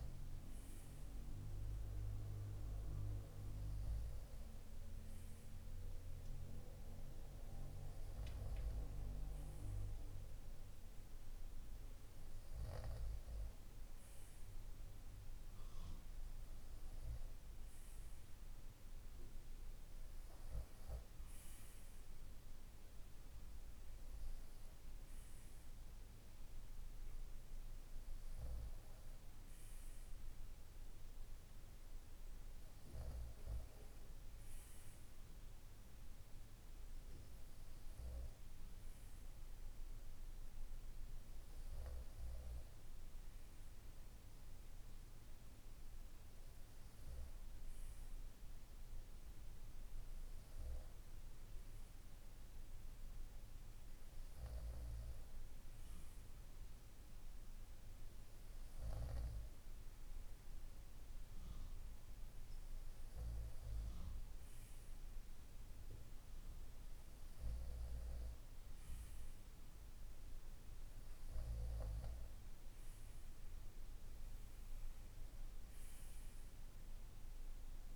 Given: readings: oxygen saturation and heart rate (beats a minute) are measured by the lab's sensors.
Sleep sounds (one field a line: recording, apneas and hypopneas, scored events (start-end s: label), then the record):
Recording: breathing in sleep by a room microphone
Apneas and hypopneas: none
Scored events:
none scored
From the record:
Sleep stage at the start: N2 (light sleep)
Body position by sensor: on the right side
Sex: male